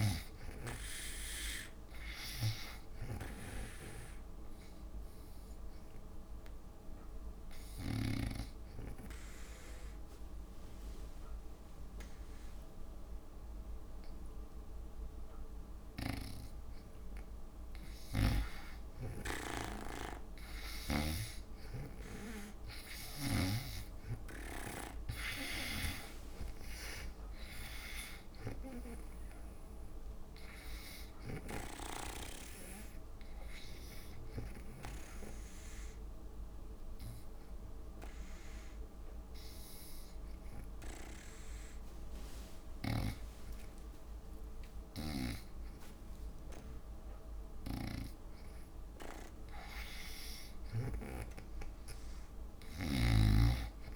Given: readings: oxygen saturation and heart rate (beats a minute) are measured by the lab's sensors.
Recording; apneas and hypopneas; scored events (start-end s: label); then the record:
breathing in sleep by a room microphone; 2
0.00-12.50 s: oxygen desaturation (device-marked, oxygen 84% lowest)
4.50-16.50 s: obstructive apnea (oxygen 97% before, 84% lowest)
19.50-24.00 s: arousal
25.50-41.50 s: oxygen desaturation (device-marked, oxygen 96% before, 88% lowest)
32.50-48.00 s: hypopnea (oxygen 96% before, 85% lowest)
43.00-45.00 s: long interval between heartbeats (device-marked)
48.00-51.50 s: snoring (device-marked)
50.00-53.96 s: arousal
52.50-53.96 s: oxygen desaturation (device-marked, oxygen 96% before, 87% lowest)
From the record:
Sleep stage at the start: N2 (light sleep); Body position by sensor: on the back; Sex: female